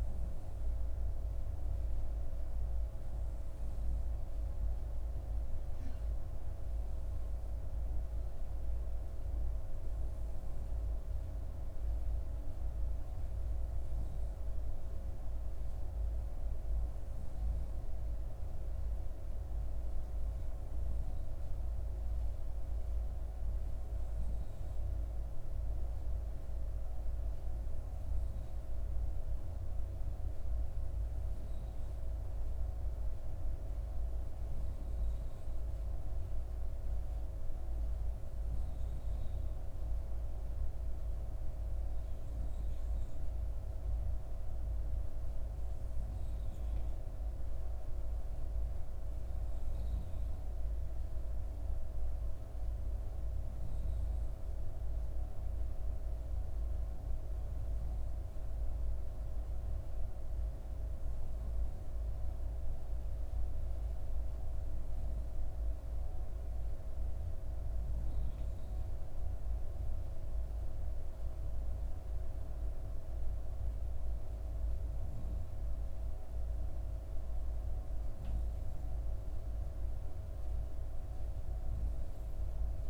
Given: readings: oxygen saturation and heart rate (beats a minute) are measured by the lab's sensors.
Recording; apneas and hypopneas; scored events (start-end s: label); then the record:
breathing in sleep, hard to hear, by a room microphone; none
none scored
From the record:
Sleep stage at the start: N2 (light sleep); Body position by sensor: on the back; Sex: female